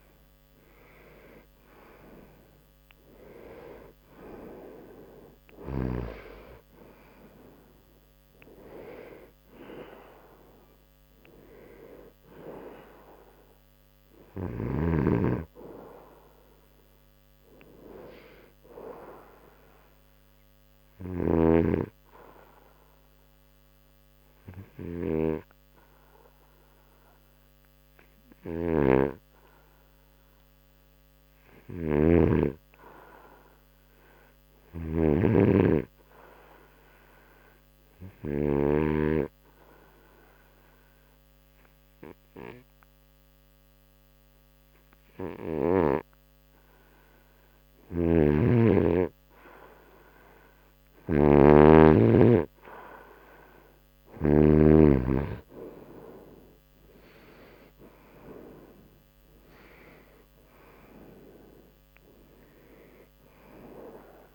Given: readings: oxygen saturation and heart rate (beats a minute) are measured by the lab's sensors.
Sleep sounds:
breathing in sleep by a microphone on the trachea; 2
0.00-1.50 s: arousal
20.50-32.50 s: hypopnea (oxygen 95% before, 89% lowest, heart rate 84 before, 69 extreme, up 2 after)
20.50-35.50 s: oxygen desaturation (device-marked, oxygen 93% before, 89% lowest, heart rate 84 before, 69 extreme)
34.00-36.50 s: arousal
40.00-50.50 s: obstructive apnea (oxygen 97% before, 91% lowest, heart rate 76 before, 70 extreme, up 9 after)
52.50-55.50 s: arousal
54.50-64.35 s: oxygen desaturation (device-marked, oxygen 96% before, 92% lowest, heart rate 72 before, 74 extreme)
From the record:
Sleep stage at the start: N2 (light sleep); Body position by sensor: on the right side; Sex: male

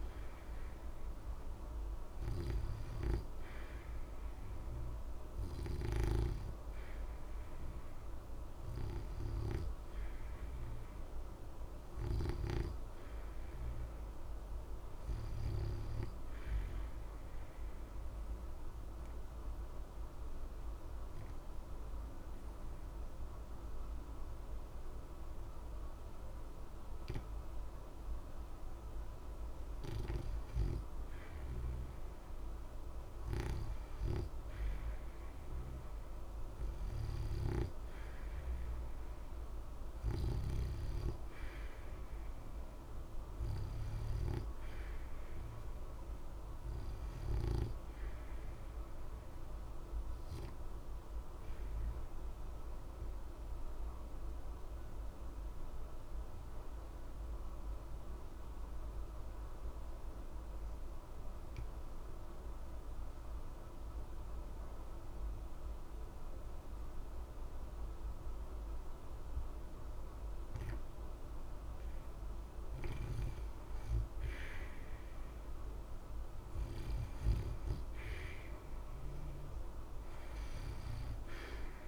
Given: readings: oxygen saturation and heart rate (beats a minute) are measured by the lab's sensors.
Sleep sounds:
breathing in sleep by a room microphone; 2
6.00-31.00 s: oxygen desaturation (device-marked, oxygen 90% before, 84% lowest, heart rate 60 before, 60 extreme)
17.00-30.00 s: obstructive apnea (oxygen 90% before, 83% lowest, heart rate 60 before, 60 extreme, up 0 after)
33.50-38.50 s: arousal
50.50-72.50 s: obstructive apnea (oxygen 88% before, 78% lowest, heart rate 60 before, 60 extreme, up 0 after)
52.00-69.00 s: oxygen desaturation (device-marked, oxygen 88% before, 83% lowest, heart rate 60 before, 60 extreme)
75.00-79.00 s: arousal
From the record:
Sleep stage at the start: N2 (light sleep); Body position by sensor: on the back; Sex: male

